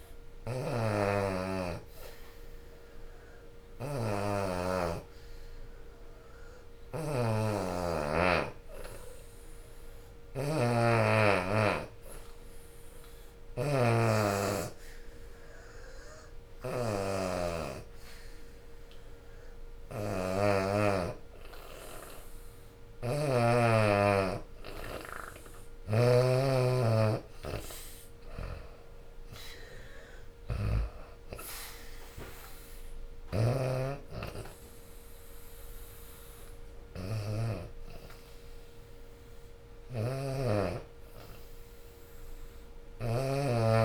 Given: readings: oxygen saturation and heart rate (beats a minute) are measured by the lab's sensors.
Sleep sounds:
breathing in sleep by a room microphone; 1
0.00-28.50 s: oxygen desaturation (device-marked, oxygen 82% lowest, heart rate 68 extreme)
2.00-22.50 s: hypopnea (oxygen 92% before, 81% lowest, heart rate 77 before, 68 extreme, up 12 after)
25.50-37.50 s: drop in pulse transit time (device-marked, heart rate 79 before, 82 extreme)
28.00-32.50 s: arousal
From the record:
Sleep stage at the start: N2 (light sleep); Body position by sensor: on the back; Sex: female

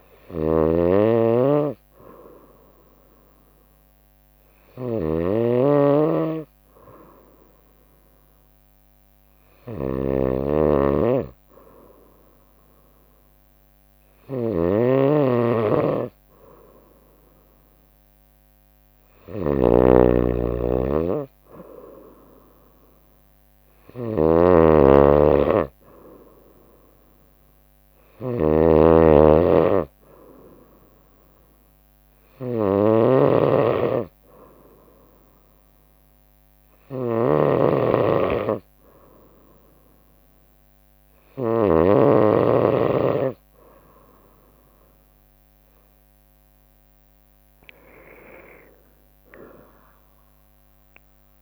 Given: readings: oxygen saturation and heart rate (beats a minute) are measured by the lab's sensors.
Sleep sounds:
breathing in sleep by a microphone on the trachea; 1
0.00-41.50 s: snoring (device-marked)
34.00-46.00 s: obstructive apnea (oxygen 95% before, 93% lowest, heart rate 65 before, 59 extreme, up 4 after)
47.00-51.42 s: drop in pulse transit time (device-marked, heart rate 66 before, 66 extreme)
50.00-51.42 s: arousal
From the record:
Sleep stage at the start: N2 (light sleep); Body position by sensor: on the right side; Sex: female

